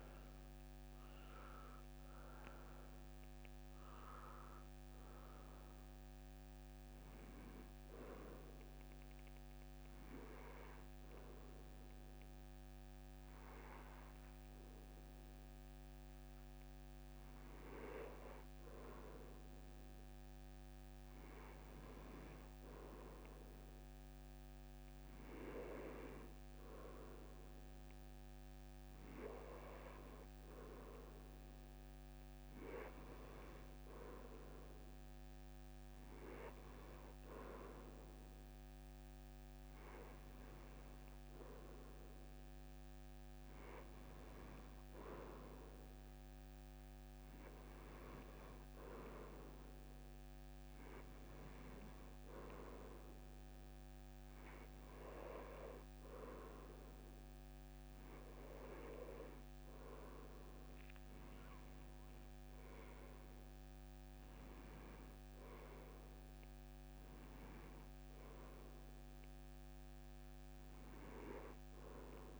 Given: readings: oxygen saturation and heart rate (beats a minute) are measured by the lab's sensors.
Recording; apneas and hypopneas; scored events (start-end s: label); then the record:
breathing in sleep by a microphone on the trachea; none
0.00-2.00 s: arousal
28.00-38.00 s: oxygen desaturation (device-marked, oxygen 95% before, 89% lowest, heart rate 37 before, 36 extreme)
62.50-66.50 s: arousal
From the record:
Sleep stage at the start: N2 (light sleep); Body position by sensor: on the back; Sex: male